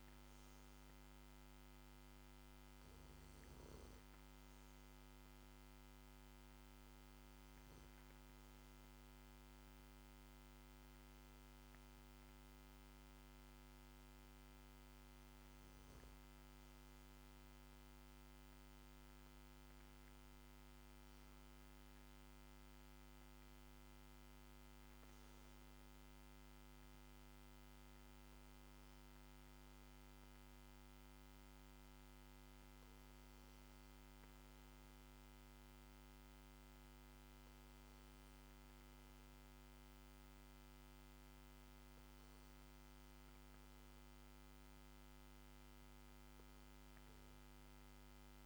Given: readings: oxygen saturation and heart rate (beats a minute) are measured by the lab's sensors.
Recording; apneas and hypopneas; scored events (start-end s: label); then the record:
breathing in sleep, hard to hear, by a microphone on the trachea; none
none scored
From the record:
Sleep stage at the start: N2 (light sleep); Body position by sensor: on the back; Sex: male